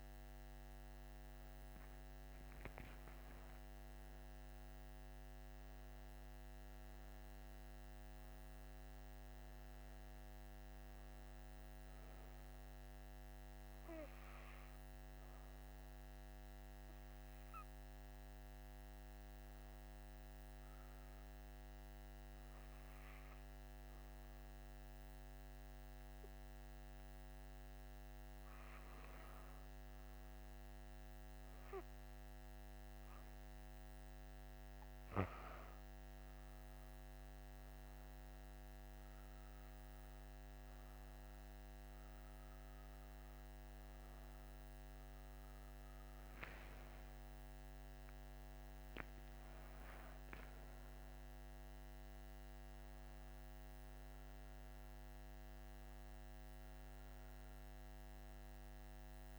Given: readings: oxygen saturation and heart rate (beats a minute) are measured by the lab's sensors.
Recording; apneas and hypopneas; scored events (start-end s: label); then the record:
breathing in sleep, hard to hear, by a microphone on the trachea; 1
16.50-32.00 s: hypopnea (oxygen 97% before, 90% lowest, heart rate 77 before, 61 extreme, up 5 after)
33.50-36.50 s: arousal
36.50-59.39 s: oxygen desaturation (device-marked, oxygen 96% before, 90% lowest, heart rate 66 before, 56 extreme)
47.50-50.50 s: arousal
From the record:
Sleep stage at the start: N1 (lightest sleep); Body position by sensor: on the left side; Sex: female